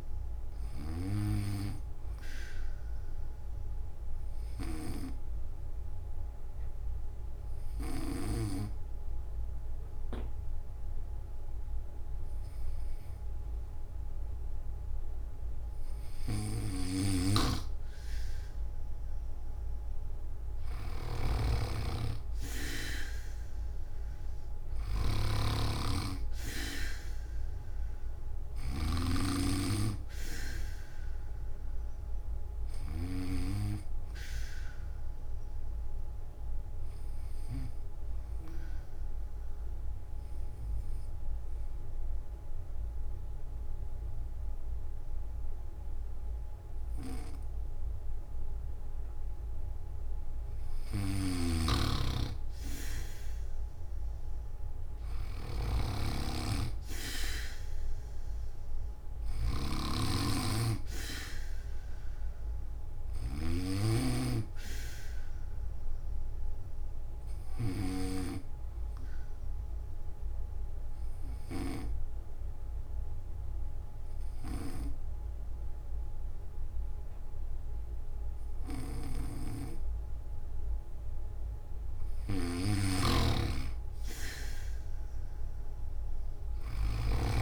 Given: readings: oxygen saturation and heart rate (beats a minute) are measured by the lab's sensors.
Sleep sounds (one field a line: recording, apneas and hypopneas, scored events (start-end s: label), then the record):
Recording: breathing in sleep by a room microphone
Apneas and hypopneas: 3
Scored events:
0.00-13.50 s: oxygen desaturation (device-marked, oxygen 91% lowest, heart rate 156 extreme)
2.50-15.50 s: hypopnea (oxygen 96% before, 91% lowest, heart rate 168 before, 163 extreme, up 36 after)
16.50-33.00 s: snoring (device-marked)
27.50-47.50 s: oxygen desaturation (device-marked, oxygen 96% before, 91% lowest, heart rate 193 before, 125 extreme)
38.50-52.00 s: obstructive apnea (oxygen 96% before, 91% lowest, heart rate 182 before, 125 extreme)
51.00-71.50 s: snoring (device-marked)
56.50-83.50 s: oxygen desaturation (device-marked, oxygen 97% before, 91% lowest, heart rate 164 before, 153 extreme)
65.00-80.00 s: hypopnea (oxygen 97% before, 91% lowest, heart rate 172 before, 153 extreme, up 26 after)
82.00-87.42 s: snoring (device-marked)
From the record:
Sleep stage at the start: N3 (deep sleep)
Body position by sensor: on the back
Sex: male